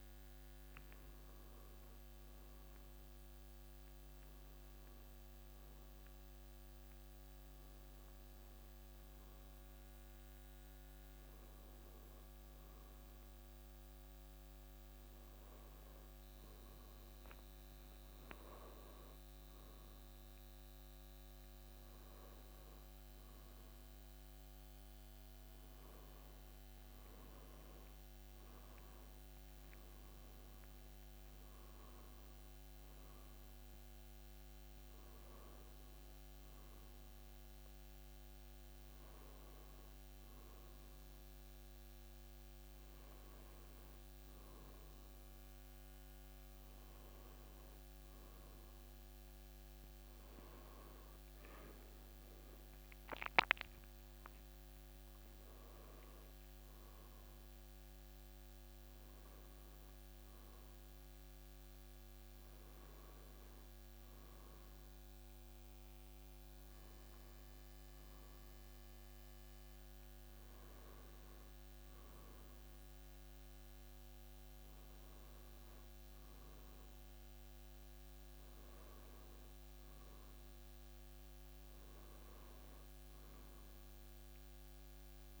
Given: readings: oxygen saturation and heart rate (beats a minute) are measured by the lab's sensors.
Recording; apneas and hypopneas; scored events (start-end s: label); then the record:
breathing in sleep, hard to hear, by a microphone on the trachea; none
none scored
From the record:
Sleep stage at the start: N1 (lightest sleep); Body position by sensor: on the back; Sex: male